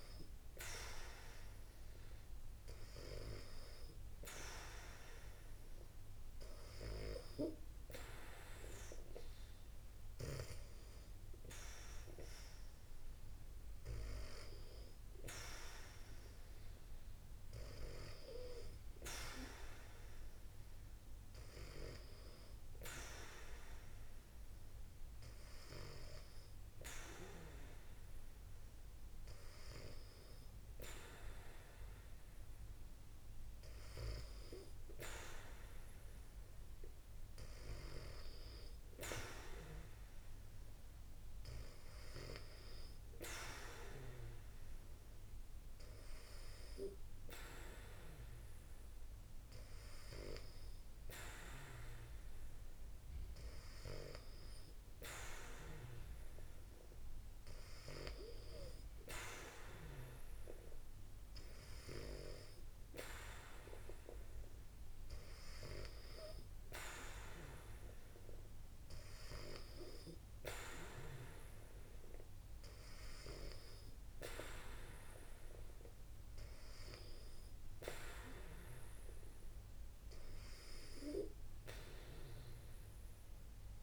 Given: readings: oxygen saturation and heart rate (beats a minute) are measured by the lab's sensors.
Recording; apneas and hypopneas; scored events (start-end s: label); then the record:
breathing in sleep by a room microphone; none
none scored
From the record:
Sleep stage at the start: N2 (light sleep); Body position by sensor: on the back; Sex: female